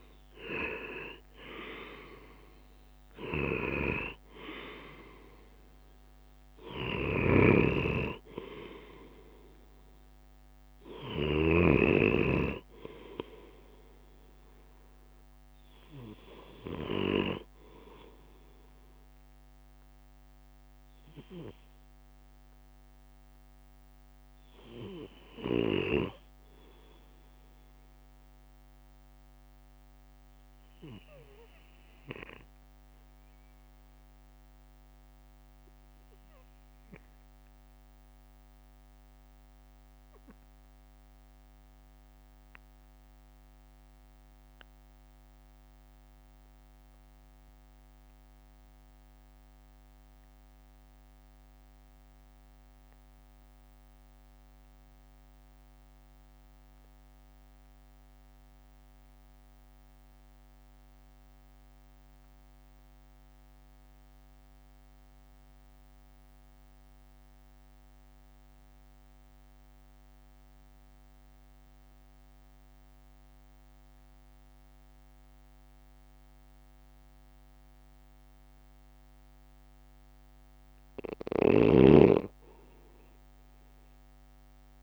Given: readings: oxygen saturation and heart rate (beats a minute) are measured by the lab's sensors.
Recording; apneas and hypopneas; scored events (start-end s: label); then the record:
breathing in sleep by a microphone on the trachea; 1
0.00-18.00 s: drop in pulse transit time (device-marked, heart rate 66 extreme)
0.00-34.00 s: oxygen desaturation (device-marked, oxygen 84% lowest, heart rate 59 extreme)
27.50-79.00 s: mixed apnea (oxygen 89% before, 82% lowest, heart rate 65 before, 59 extreme, up 5 after)
64.00-84.83 s: oxygen desaturation (device-marked, oxygen 96% before, 82% lowest, heart rate 63 before, 61 extreme)
From the record:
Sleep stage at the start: REM sleep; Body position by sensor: on the left side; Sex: male